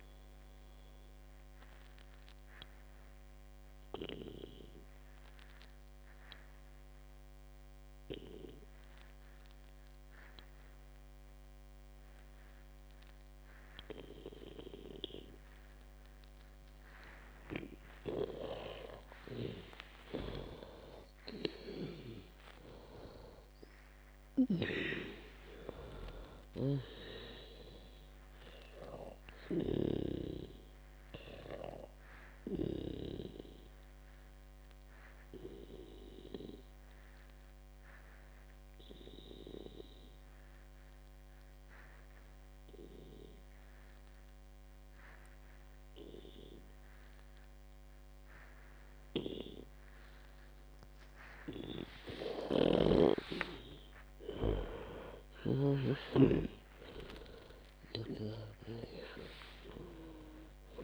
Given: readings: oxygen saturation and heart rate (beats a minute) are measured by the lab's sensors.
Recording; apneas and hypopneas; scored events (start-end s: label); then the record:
breathing in sleep by a microphone on the trachea; 2
0.00-9.00 s: oxygen desaturation (device-marked, oxygen 91% lowest, heart rate 55 extreme)
0.50-19.50 s: obstructive apnea (oxygen 98% before, 91% lowest, heart rate 71 before, 53 extreme, up 14 after)
21.00-25.50 s: arousal
22.00-28.00 s: oxygen desaturation (device-marked, oxygen 98% before, 95% lowest, heart rate 59 before, 53 extreme)
27.00-33.50 s: snoring (device-marked)
28.50-52.50 s: obstructive apnea (oxygen 98% before, 92% lowest, heart rate 62 before, 53 extreme)
53.00-56.50 s: snoring (device-marked)
53.50-59.00 s: arousal
From the record:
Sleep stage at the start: N2 (light sleep); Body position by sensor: on the back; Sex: female